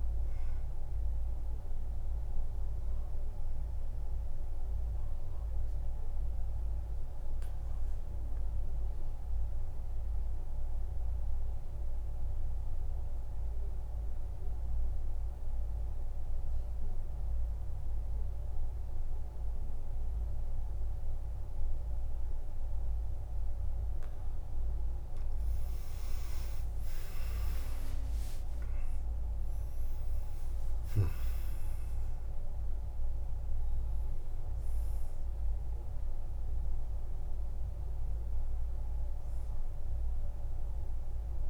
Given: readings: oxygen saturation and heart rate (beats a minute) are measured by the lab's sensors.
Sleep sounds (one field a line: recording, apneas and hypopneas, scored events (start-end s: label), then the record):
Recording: breathing in sleep, hard to hear, by a room microphone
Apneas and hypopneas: 1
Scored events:
0.00-18.00 s: oxygen desaturation (device-marked, oxygen 92% lowest, heart rate 50 extreme)
2.00-25.00 s: obstructive apnea (oxygen 98% before, 89% lowest, heart rate 61 before, 50 extreme, up 28 after)
26.00-41.50 s: oxygen desaturation (device-marked, oxygen 99% before, 89% lowest, heart rate 53 before, 50 extreme)
26.50-31.00 s: arousal
28.00-30.00 s: long interval between heartbeats (device-marked, heart rate 53 before, 69 extreme)
From the record:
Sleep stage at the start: N2 (light sleep)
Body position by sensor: on the back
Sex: male